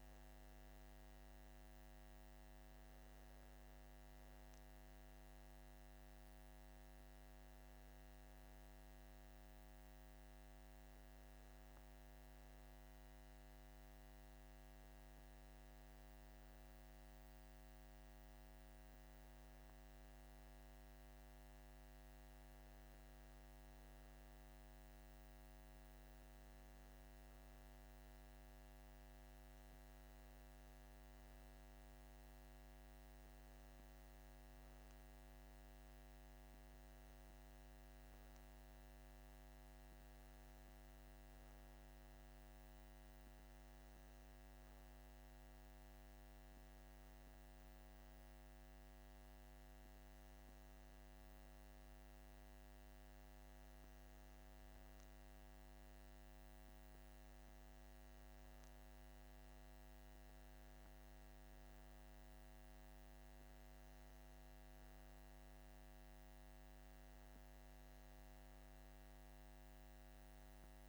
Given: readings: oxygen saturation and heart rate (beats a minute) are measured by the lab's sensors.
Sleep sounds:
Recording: breathing in sleep, hard to hear, by a microphone on the trachea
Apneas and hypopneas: none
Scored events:
67.00-70.89 s: new sleep stage, REM sleep
From the record:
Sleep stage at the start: N2 (light sleep)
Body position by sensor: on the back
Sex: male

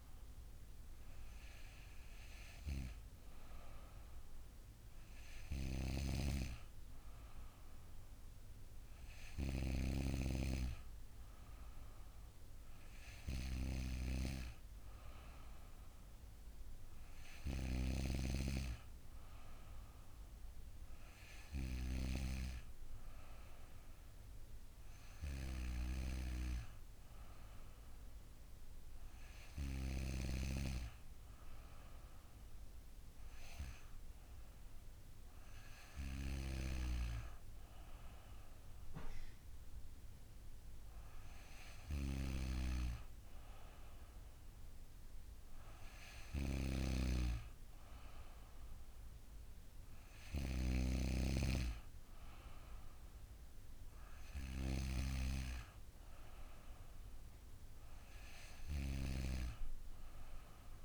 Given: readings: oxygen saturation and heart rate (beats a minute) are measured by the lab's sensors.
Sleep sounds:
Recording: breathing in sleep by a room microphone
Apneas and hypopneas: none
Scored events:
none scored
From the record:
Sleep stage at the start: N2 (light sleep)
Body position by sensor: on the back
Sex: female

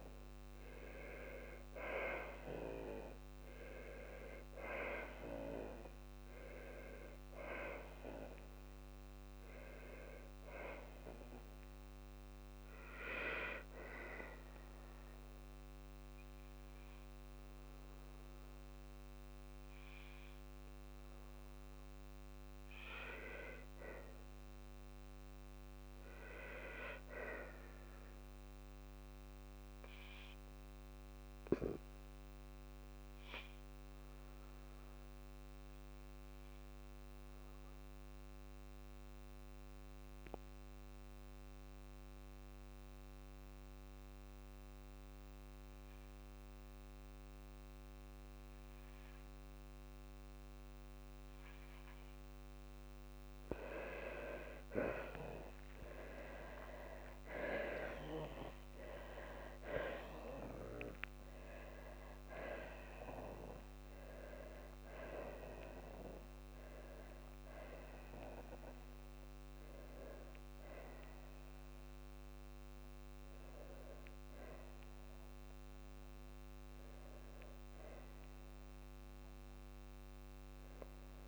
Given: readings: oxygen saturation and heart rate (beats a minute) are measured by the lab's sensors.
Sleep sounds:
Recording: breathing in sleep by a microphone on the trachea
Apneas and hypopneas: 1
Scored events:
27.00-51.00 s: oxygen desaturation (device-marked, oxygen 98% before, 93% lowest, heart rate 56 before, 53 extreme)
38.00-51.50 s: obstructive apnea (oxygen 98% before, 92% lowest, heart rate 55 before, 53 extreme, up 57 after)
53.00-59.00 s: tachycardia (device-marked, heart rate 57 before, 110 extreme)
55.00-59.00 s: arousal
55.50-57.50 s: long interval between heartbeats (device-marked, heart rate 54 before, 81 extreme)
From the record:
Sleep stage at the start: N2 (light sleep)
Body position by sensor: on the back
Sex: female

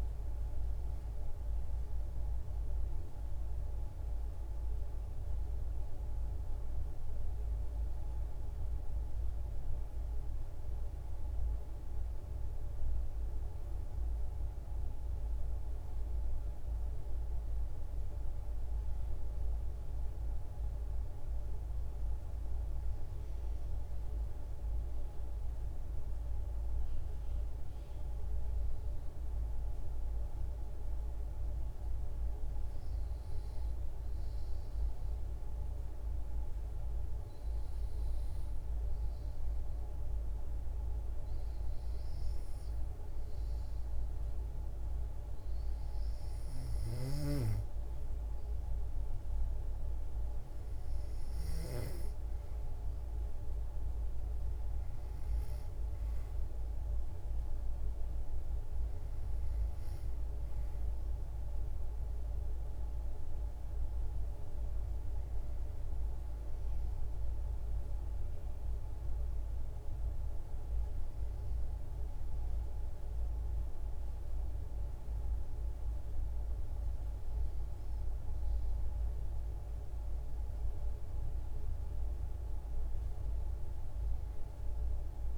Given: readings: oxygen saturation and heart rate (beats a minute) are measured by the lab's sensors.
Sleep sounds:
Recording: breathing in sleep, hard to hear, by a room microphone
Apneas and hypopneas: 1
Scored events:
30.50-43.50 s: hypopnea (oxygen 94% before, 90% lowest, heart rate 65 before, 59 extreme, up 4 after)
45.00-48.50 s: arousal
45.50-72.50 s: oxygen desaturation (device-marked, oxygen 93% before, 90% lowest, heart rate 61 before, 59 extreme)
From the record:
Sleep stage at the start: N2 (light sleep)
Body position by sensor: on the back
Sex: female

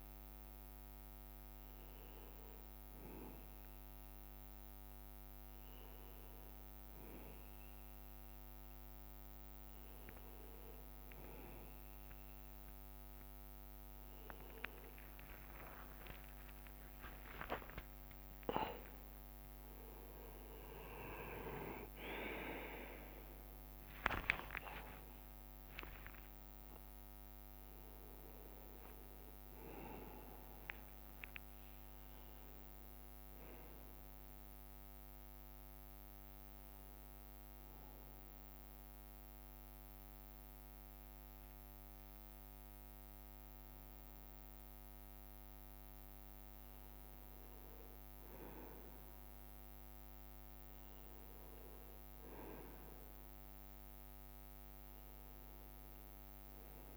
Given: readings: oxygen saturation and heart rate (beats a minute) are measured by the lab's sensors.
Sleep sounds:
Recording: a person awake in a sleep study, by a microphone on the trachea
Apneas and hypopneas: none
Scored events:
0.00-56.97 s: bradycardia (device-marked)
0.50-4.50 s: leg movement (device-marked)
10.00-13.00 s: leg movement (device-marked)
18.00-20.00 s: long interval between heartbeats (device-marked)
24.00 s: drop in pulse transit time (device-marked)
26.00-41.00 s: drop in pulse transit time (device-marked)
28.50-36.00 s: leg movement (device-marked)
31.00-33.00 s: long interval between heartbeats (device-marked)
38.00-40.00 s: long interval between heartbeats (device-marked)
From the record:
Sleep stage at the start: awake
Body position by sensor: on the right side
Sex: male

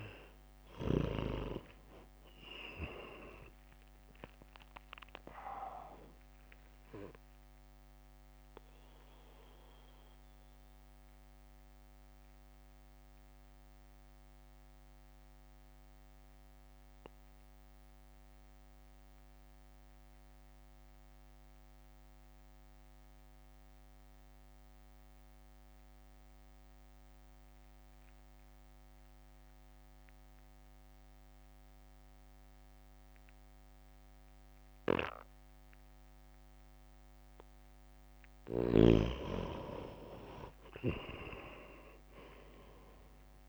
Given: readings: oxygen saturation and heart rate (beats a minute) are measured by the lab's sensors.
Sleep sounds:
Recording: breathing in sleep by a microphone on the trachea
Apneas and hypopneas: 1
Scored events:
0.00-28.00 s: oxygen desaturation (device-marked, oxygen 90% lowest, heart rate 52 extreme)
1.00-14.00 s: drop in pulse transit time (device-marked, heart rate 63 before, 55 extreme)
7.50-37.50 s: mixed apnea (oxygen 99% before, 90% lowest, heart rate 62 before, 52 extreme, up 9 after)
37.00-43.49 s: oxygen desaturation (device-marked, oxygen 98% before, 91% lowest, heart rate 59 before, 52 extreme)
38.00-41.50 s: arousal
From the record:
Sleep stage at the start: N2 (light sleep)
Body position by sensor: on the right side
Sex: male

